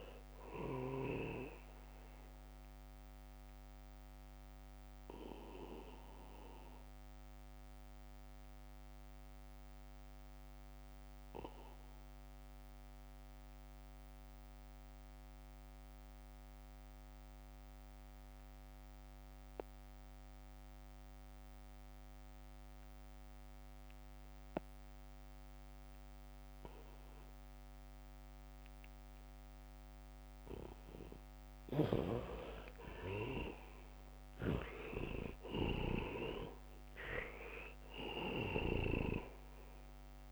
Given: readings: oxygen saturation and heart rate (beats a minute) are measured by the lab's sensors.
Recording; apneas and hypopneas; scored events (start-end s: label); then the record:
breathing in sleep by a microphone on the trachea; 1
0.00-18.00 s: oxygen desaturation (device-marked, oxygen 75% lowest, heart rate 62 extreme)
4.00-5.00 s: leg movement (device-marked)
5.00-31.00 s: mixed apnea (oxygen 98% before, 75% lowest, heart rate 69 before, 62 extreme, up 6 after)
24.00-40.32 s: oxygen desaturation (device-marked, oxygen 99% before, 77% lowest, heart rate 73 before, 62 extreme)
34.00-39.00 s: arousal
36.00-38.50 s: leg movement (device-marked)
From the record:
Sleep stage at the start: N2 (light sleep); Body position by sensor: on the back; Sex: male